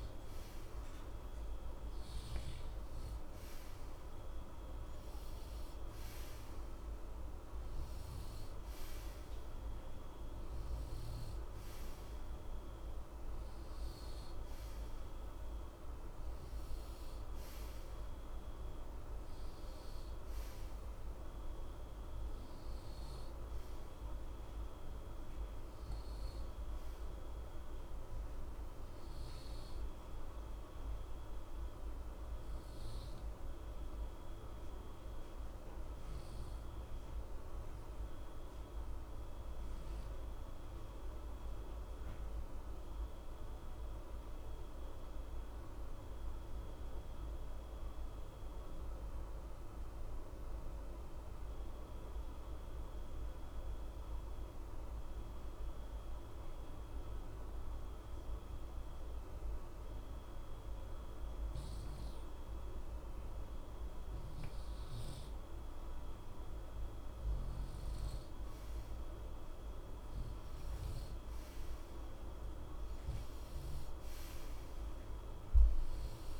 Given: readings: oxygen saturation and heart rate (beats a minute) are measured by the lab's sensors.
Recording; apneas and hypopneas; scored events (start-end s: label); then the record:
breathing in sleep, hard to hear, by a room microphone; 1
0.00-36.50 s: oxygen desaturation (device-marked, oxygen 89% lowest, heart rate 60 extreme)
27.00-30.00 s: arousal
34.00-63.00 s: obstructive apnea (oxygen 93% before, 88% lowest, heart rate 61 before, 60 extreme, up 0 after)
62.50-76.40 s: oxygen desaturation (device-marked, oxygen 95% before, 90% lowest, heart rate 60 before, 60 extreme)
65.50-69.50 s: arousal
From the record:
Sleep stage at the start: N2 (light sleep); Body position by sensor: on the right side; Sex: male